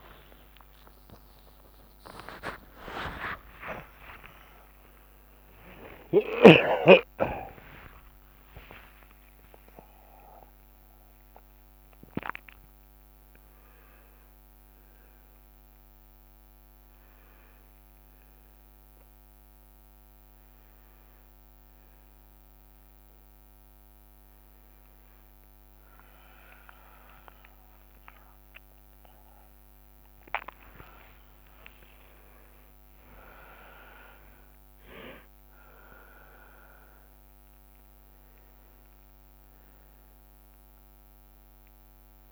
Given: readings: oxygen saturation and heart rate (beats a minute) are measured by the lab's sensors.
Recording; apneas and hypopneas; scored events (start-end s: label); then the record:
a person awake in a sleep study, by a microphone on the trachea; none
none scored
From the record:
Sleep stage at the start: awake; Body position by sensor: on the right side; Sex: male